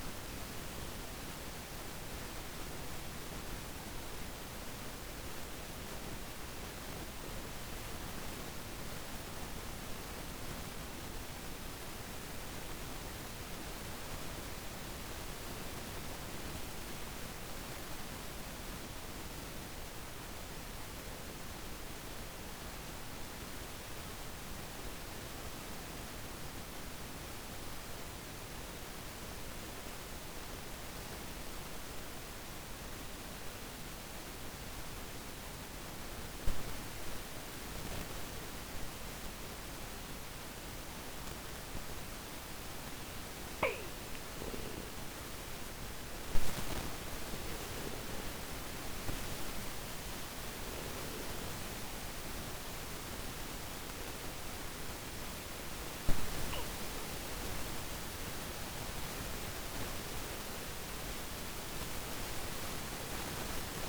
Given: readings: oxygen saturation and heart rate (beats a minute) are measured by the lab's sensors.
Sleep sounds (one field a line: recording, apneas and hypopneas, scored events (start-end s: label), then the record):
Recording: breathing in sleep, hard to hear, by a microphone on the trachea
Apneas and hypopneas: 1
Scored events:
19.00-41.50 s: mixed apnea (oxygen 97% before, 92% lowest, heart rate 163 before, 73 extreme, up 11 after)
43.50-49.00 s: arousal
59.50-63.89 s: oxygen desaturation (device-marked, oxygen 96% before, 92% lowest, heart rate 137 before, 47 extreme)
From the record:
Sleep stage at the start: N1 (lightest sleep)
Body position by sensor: on the back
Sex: male